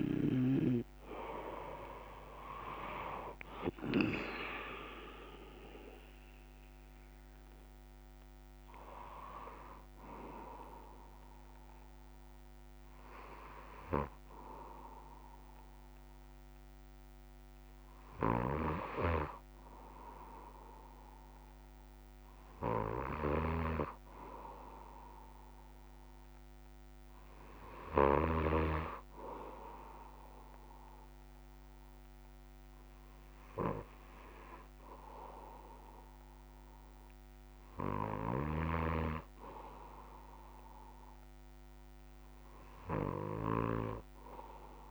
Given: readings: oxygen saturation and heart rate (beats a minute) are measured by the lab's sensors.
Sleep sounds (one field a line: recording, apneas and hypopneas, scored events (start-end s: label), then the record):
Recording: breathing in sleep by a microphone on the trachea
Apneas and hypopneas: none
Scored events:
7.00-18.00 s: oxygen desaturation (device-marked, oxygen 97% before, 94% lowest, heart rate 63 before, 58 extreme)
From the record:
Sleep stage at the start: N1 (lightest sleep)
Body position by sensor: on the back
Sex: male